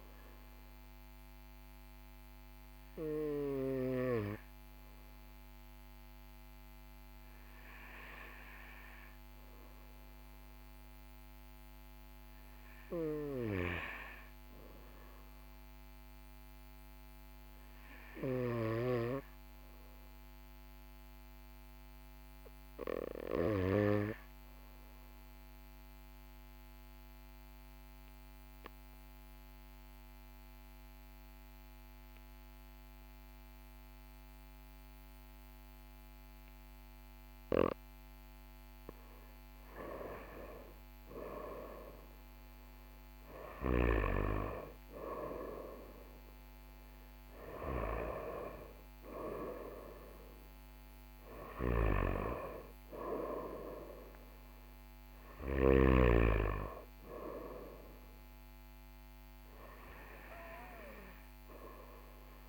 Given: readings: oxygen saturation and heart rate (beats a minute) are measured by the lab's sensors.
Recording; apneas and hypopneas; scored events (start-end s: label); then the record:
breathing in sleep by a microphone on the trachea; 1
24.50-39.50 s: obstructive apnea (oxygen 98% before, 93% lowest, heart rate 41 before, 40 extreme, up 1 after)
40.50-44.00 s: arousal
58.50-62.49 s: oxygen desaturation (device-marked, oxygen 96% before, 93% lowest, heart rate 42 before, 39 extreme)
From the record:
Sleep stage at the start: N2 (light sleep); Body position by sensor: on the back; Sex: male